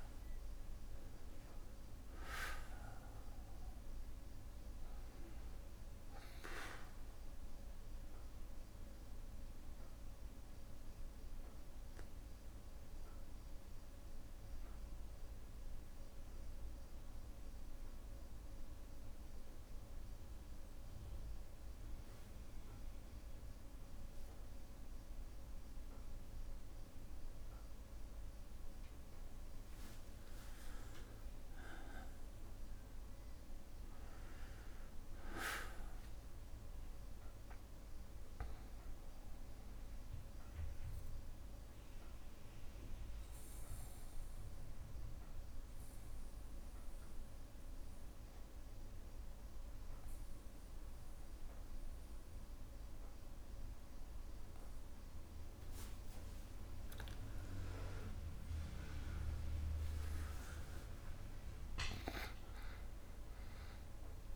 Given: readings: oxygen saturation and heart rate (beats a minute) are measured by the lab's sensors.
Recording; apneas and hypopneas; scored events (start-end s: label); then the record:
breathing in sleep by a room microphone; 2
0.00-19.00 s: oxygen desaturation (device-marked, oxygen 92% lowest, heart rate 60 extreme)
8.50-27.50 s: obstructive apnea (oxygen 99% before, 92% lowest, heart rate 63 before, 60 extreme, up 5 after)
31.00-53.00 s: oxygen desaturation (device-marked, oxygen 99% before, 94% lowest, heart rate 61 before, 59 extreme)
32.00-37.50 s: arousal
39.50-58.00 s: obstructive apnea (oxygen 99% before, 90% lowest, heart rate 63 before, 59 extreme, up 4 after)
60.00-64.35 s: arousal
62.00-64.35 s: oxygen desaturation (device-marked, oxygen 99% before, 95% lowest, heart rate 62 before, 59 extreme)
From the record:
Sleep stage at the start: N2 (light sleep); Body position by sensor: on the back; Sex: male